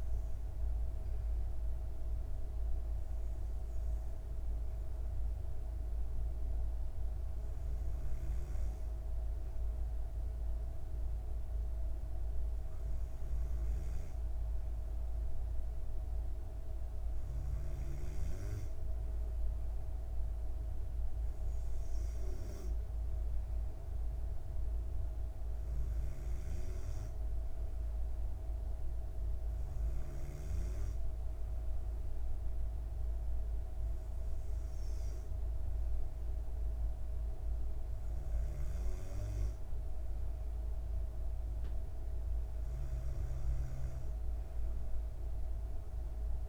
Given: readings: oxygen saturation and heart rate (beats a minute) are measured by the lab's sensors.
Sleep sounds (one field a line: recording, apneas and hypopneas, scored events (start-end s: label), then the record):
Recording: breathing in sleep, hard to hear, by a room microphone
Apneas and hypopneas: 1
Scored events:
1.00-12.50 s: hypopnea (oxygen 95% before, 93% lowest)
14.50-17.50 s: arousal
From the record:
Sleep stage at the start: N2 (light sleep)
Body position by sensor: on the back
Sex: female